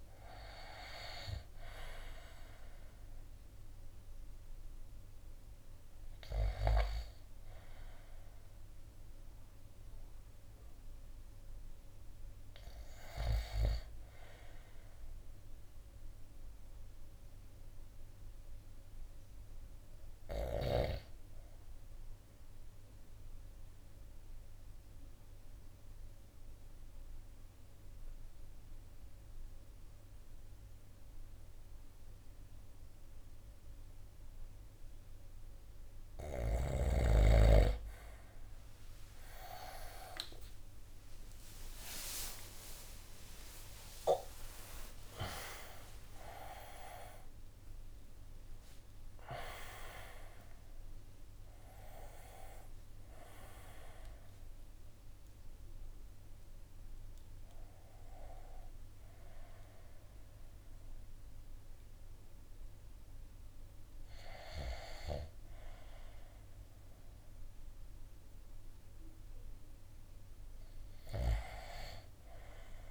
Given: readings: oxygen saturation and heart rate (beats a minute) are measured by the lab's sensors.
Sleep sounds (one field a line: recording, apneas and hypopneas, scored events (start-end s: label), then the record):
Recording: breathing in sleep by a room microphone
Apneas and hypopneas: 1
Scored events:
0.00-7.50 s: drop in pulse transit time (device-marked, heart rate 56 extreme)
0.00-23.50 s: oxygen desaturation (device-marked, oxygen 83% lowest, heart rate 52 extreme)
15.50-34.50 s: obstructive apnea (oxygen 93% before, 83% lowest, heart rate 62 before, 52 extreme, up 12 after)
40.00-47.00 s: arousal
43.50-56.50 s: drop in pulse transit time (device-marked, heart rate 55 before, 73 extreme)
54.50-72.50 s: oxygen desaturation (device-marked, oxygen 96% before, 88% lowest, heart rate 71 before, 55 extreme)
From the record:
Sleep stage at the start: N1 (lightest sleep)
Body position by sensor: on the right side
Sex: male